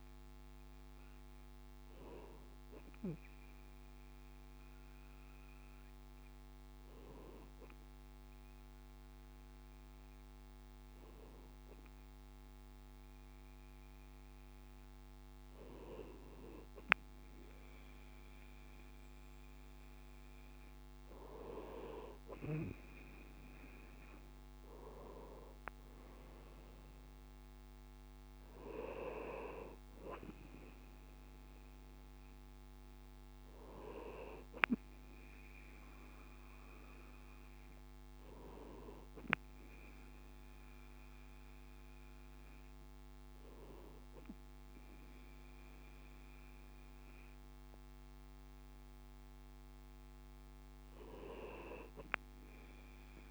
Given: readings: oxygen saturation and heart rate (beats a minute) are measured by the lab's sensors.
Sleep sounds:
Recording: breathing in sleep by a microphone on the trachea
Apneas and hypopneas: none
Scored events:
none scored
From the record:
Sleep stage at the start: N2 (light sleep)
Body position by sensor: on the right side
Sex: male

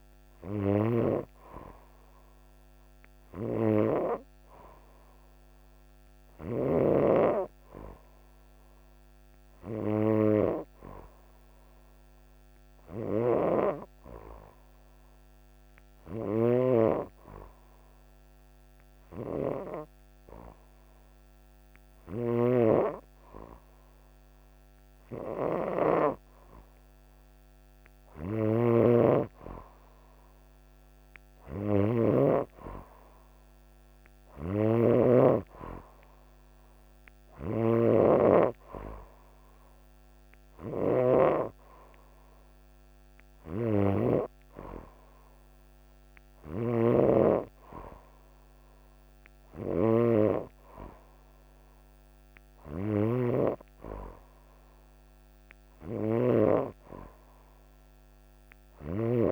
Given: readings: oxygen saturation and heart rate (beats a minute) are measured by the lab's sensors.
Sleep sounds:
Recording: breathing in sleep by a microphone on the trachea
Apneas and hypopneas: 1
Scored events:
12.50-22.00 s: snoring (device-marked)
17.00-28.50 s: hypopnea (oxygen 94% before, 91% lowest)
28.00-44.00 s: snoring (device-marked)
31.00-34.00 s: arousal
46.00-59.32 s: snoring (device-marked)
From the record:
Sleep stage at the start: N2 (light sleep)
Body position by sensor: on the right side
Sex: female

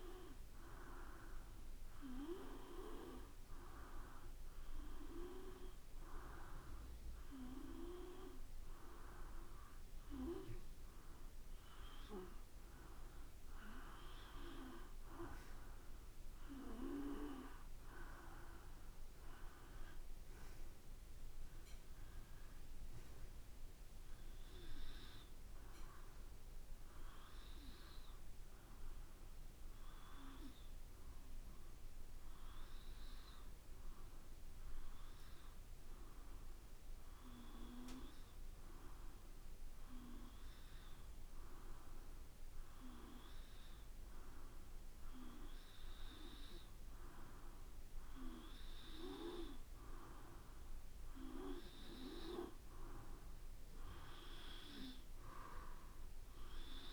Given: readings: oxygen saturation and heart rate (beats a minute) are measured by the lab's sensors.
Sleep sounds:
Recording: breathing in sleep by a room microphone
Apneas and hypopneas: 1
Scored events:
21.50-25.00 s: arousal
28.50-44.50 s: hypopnea (oxygen 93% before, 92% lowest, heart rate 58 before, 56 extreme, up 3 after)
53.50-56.93 s: arousal
From the record:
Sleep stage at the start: N2 (light sleep)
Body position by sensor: on the back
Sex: male

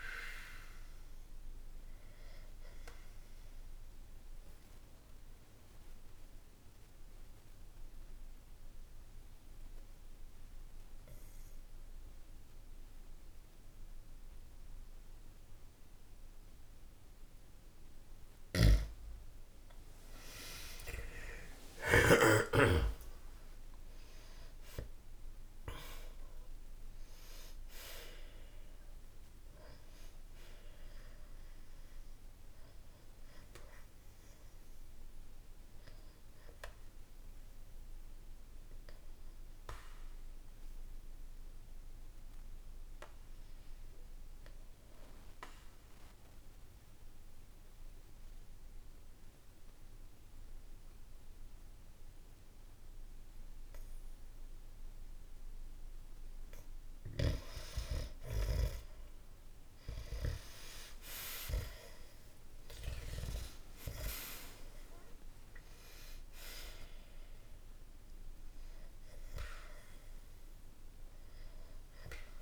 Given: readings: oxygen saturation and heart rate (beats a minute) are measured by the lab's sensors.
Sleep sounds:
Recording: breathing in sleep by a room microphone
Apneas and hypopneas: 2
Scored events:
3.00-18.50 s: obstructive apnea (oxygen 95% before, 92% lowest, heart rate 63 before, 58 extreme, up 5 after)
20.00-25.00 s: arousal
28.00-40.00 s: oxygen desaturation (device-marked, oxygen 95% before, 92% lowest, heart rate 62 before, 59 extreme)
39.00-56.00 s: obstructive apnea (oxygen 95% before, 92% lowest, heart rate 64 before, 59 extreme, up 2 after)
59.50-66.00 s: arousal
From the record:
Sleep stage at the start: N2 (light sleep)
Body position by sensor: on the back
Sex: male

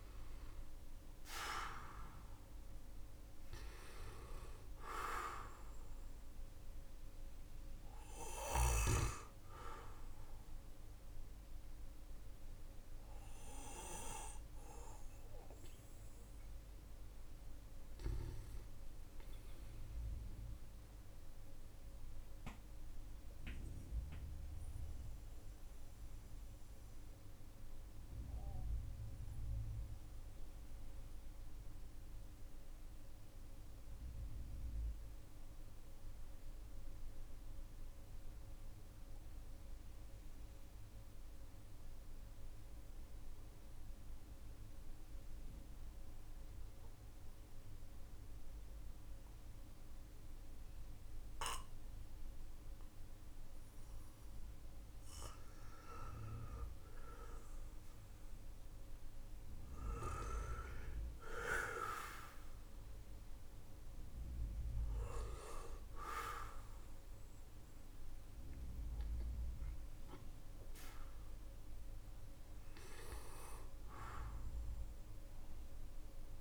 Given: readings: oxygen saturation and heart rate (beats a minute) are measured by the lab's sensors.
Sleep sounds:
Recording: breathing in sleep by a room microphone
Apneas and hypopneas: 1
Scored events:
0.00-9.50 s: oxygen desaturation (device-marked, oxygen 94% lowest, heart rate 41 extreme)
11.50-32.50 s: oxygen desaturation (device-marked, oxygen 98% before, 91% lowest, heart rate 52 before, 43 extreme)
19.00-58.50 s: obstructive apnea (heart rate 46 before, 43 extreme, up 11 after)
60.00-64.50 s: arousal
65.50-76.41 s: oxygen desaturation (device-marked, oxygen 96% before, 92% lowest)
From the record:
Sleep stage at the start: N2 (light sleep)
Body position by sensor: on the back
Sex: male

